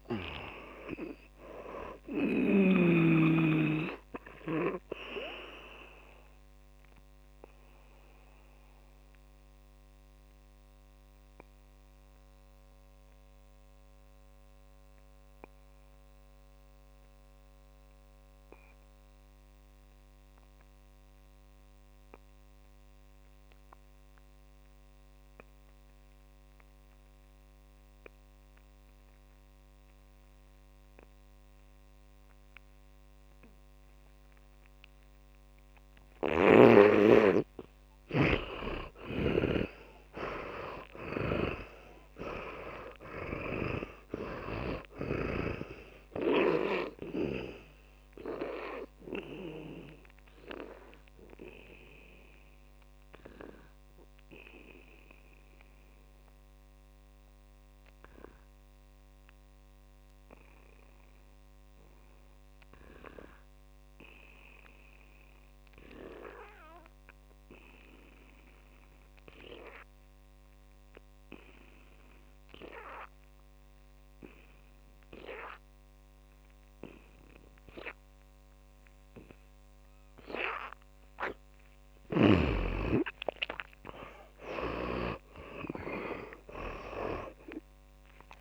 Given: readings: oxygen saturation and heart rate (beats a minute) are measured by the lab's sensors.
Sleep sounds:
breathing in sleep by a microphone on the trachea; 2
0.00-22.00 s: oxygen desaturation (device-marked, oxygen 81% lowest, heart rate 52 extreme)
7.50-35.50 s: mixed apnea (oxygen 100% before, 80% lowest, heart rate 63 before, 52 extreme, up 10 after)
33.00-68.00 s: oxygen desaturation (device-marked, oxygen 100% before, 80% lowest, heart rate 61 before, 52 extreme)
38.00-43.00 s: arousal
39.50-46.00 s: snoring (device-marked)
48.50-81.00 s: mixed apnea (oxygen 100% before, 80% lowest, heart rate 58 before, 53 extreme, up 14 after)
79.00-88.41 s: oxygen desaturation (device-marked, oxygen 100% before, 81% lowest, heart rate 58 before, 50 extreme)
84.00-88.41 s: arousal
From the record:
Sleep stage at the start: N2 (light sleep); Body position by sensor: on the back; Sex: male

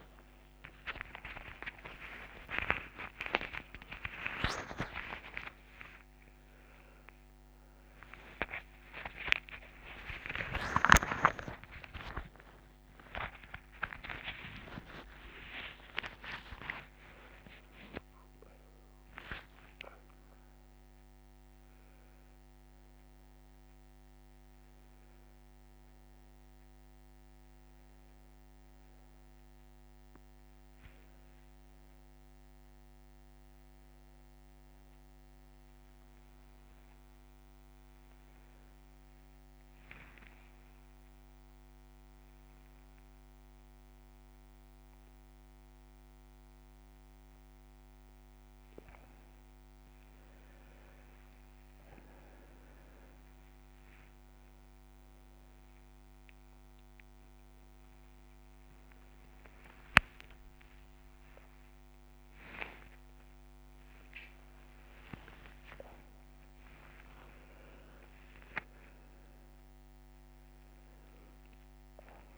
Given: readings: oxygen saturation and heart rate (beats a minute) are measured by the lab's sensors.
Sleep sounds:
a person awake in a sleep study, by a microphone on the trachea; none
6.50-12.50 s: oxygen desaturation (device-marked, oxygen 96% before, 92% lowest, heart rate 150 before, 58 extreme)
9.00-14.00 s: snoring (device-marked)
47.50-64.50 s: oxygen desaturation (device-marked, oxygen 97% before, 91% lowest)
From the record:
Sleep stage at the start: awake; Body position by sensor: on the back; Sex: male

